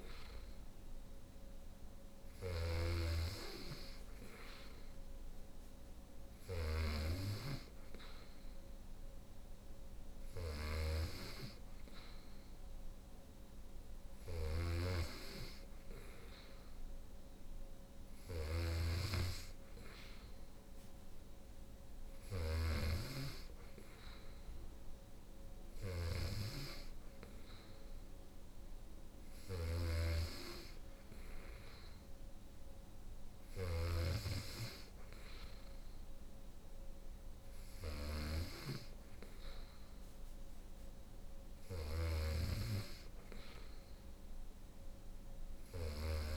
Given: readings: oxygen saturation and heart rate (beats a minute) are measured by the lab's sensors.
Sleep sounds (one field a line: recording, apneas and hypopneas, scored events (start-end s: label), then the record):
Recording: breathing in sleep by a room microphone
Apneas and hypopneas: none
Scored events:
0.00-46.36 s: snoring (device-marked)
From the record:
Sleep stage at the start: N3 (deep sleep)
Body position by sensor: on the right side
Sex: female